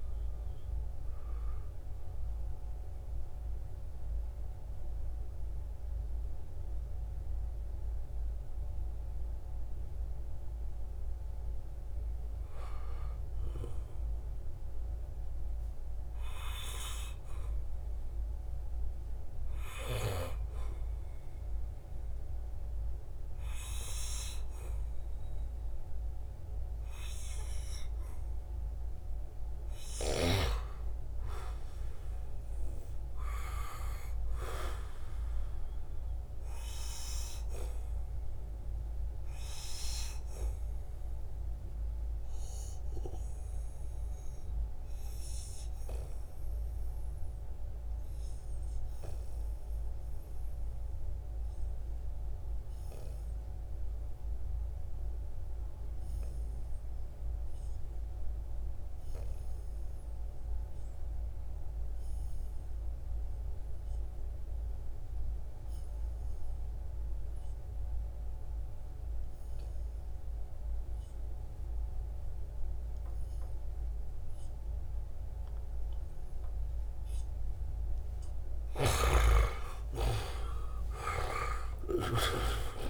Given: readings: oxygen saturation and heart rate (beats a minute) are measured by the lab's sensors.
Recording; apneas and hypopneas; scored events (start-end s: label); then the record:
breathing in sleep by a room microphone; 2
0.00-14.50 s: oxygen desaturation (device-marked, oxygen 87% lowest, heart rate 62 extreme)
2.00-28.00 s: mixed apnea (oxygen 96% before, 87% lowest, heart rate 73 before, 69 extreme, up 1 after)
28.50-32.50 s: arousal
31.50-46.50 s: oxygen desaturation (device-marked, oxygen 98% before, 94% lowest, heart rate 73 before, 60 extreme)
40.50-77.00 s: obstructive apnea (oxygen 98% before, 89% lowest, heart rate 73 before, 59 extreme, up 55 after)
59.50-82.90 s: oxygen desaturation (device-marked, oxygen 95% before, 89% lowest, heart rate 70 before, 59 extreme)
68.50-73.50 s: bradycardia (device-marked, heart rate 71 before, 59 extreme)
79.50-81.50 s: long interval between heartbeats (device-marked, heart rate 61 before, 82 extreme)
79.50-82.90 s: arousal
80.00-82.90 s: snoring (device-marked)
From the record:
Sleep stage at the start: N2 (light sleep); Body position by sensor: on the back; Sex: male